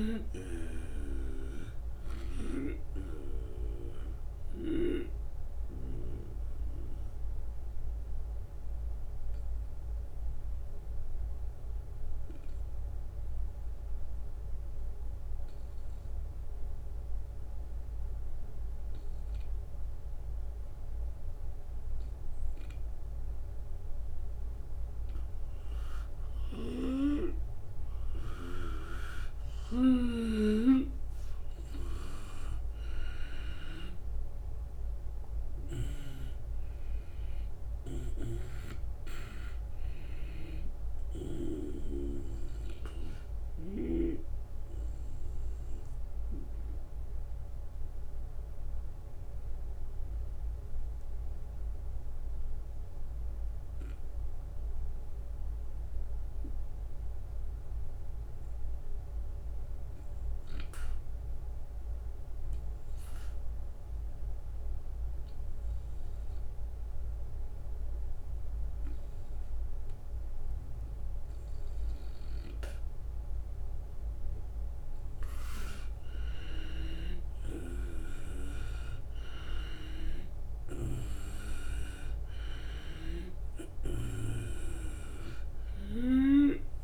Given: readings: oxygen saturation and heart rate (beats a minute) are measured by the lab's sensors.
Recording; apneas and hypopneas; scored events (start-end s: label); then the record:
breathing in sleep by a room microphone; 2
0.00-5.00 s: drop in pulse transit time (device-marked, heart rate 79 extreme)
5.50-27.50 s: obstructive apnea (oxygen 97% before, 91% lowest, heart rate 80 before, 76 extreme, up 4 after)
26.00-33.50 s: snoring (device-marked)
27.00-58.00 s: oxygen desaturation (device-marked, oxygen 97% before, 91% lowest, heart rate 77 before, 75 extreme)
32.00-36.50 s: arousal
33.00-46.00 s: drop in pulse transit time (device-marked, heart rate 77 before, 78 extreme)
46.50-74.00 s: obstructive apnea (oxygen 97% before, 91% lowest, heart rate 80 before, 49 extreme, up 6 after)
71.50-86.84 s: snoring (device-marked)
75.00-79.50 s: arousal
80.00-86.84 s: drop in pulse transit time (device-marked, heart rate 77 before, 58 extreme)
From the record:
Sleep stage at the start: N2 (light sleep); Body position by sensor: on the right side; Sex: male